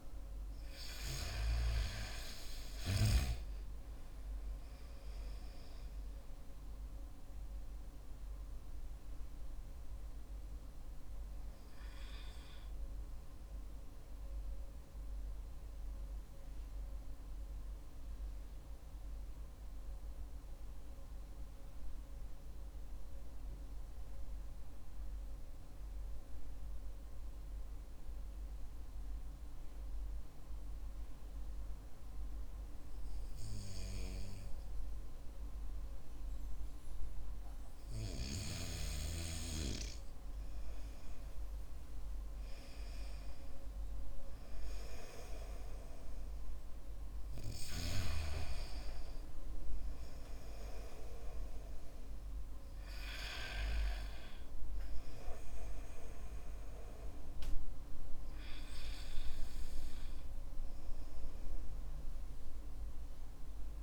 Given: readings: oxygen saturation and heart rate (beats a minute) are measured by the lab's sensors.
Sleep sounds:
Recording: breathing in sleep by a room microphone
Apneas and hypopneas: 1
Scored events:
15.50-34.50 s: central apnea (oxygen 97% before, 94% lowest, heart rate 55 before, 46 extreme, up 3 after)
42.50-46.00 s: arousal
From the record:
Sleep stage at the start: N2 (light sleep)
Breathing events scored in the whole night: 252 in 4.3 hours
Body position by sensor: on the back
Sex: male

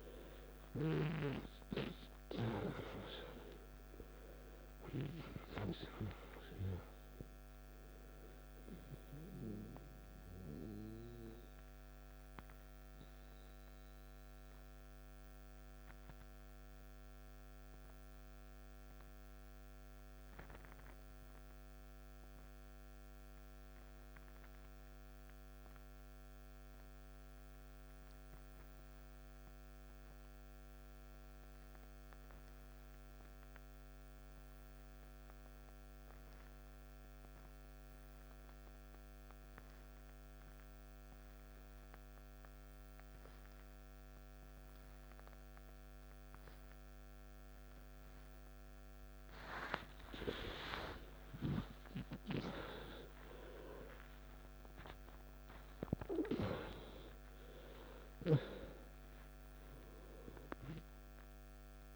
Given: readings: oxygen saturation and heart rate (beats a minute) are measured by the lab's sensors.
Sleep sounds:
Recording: breathing in sleep by a microphone on the trachea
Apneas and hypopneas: 1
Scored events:
0.00-23.00 s: oxygen desaturation (device-marked, oxygen 86% lowest, heart rate 53 extreme)
11.50-50.00 s: mixed apnea (oxygen 96% before, 86% lowest, heart rate 66 before, 53 extreme, up 14 after)
37.00-61.96 s: oxygen desaturation (device-marked, oxygen 98% before, 86% lowest, heart rate 55 before, 54 extreme)
51.00-55.50 s: arousal
From the record:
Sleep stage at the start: N2 (light sleep)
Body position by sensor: on the back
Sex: male

